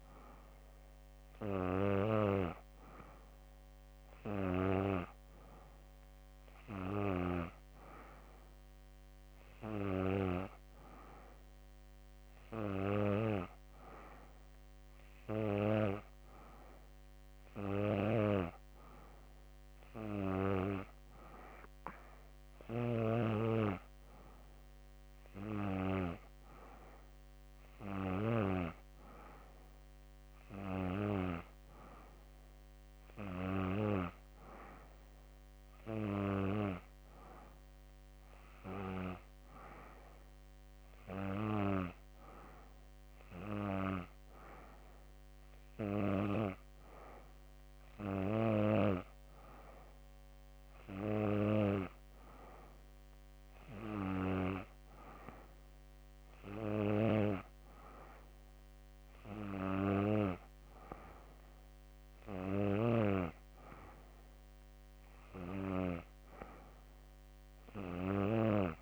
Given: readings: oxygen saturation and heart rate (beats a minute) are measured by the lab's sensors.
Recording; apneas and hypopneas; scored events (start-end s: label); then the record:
breathing in sleep by a microphone on the trachea; none
none scored
From the record:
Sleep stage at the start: N3 (deep sleep); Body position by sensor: on the back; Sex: female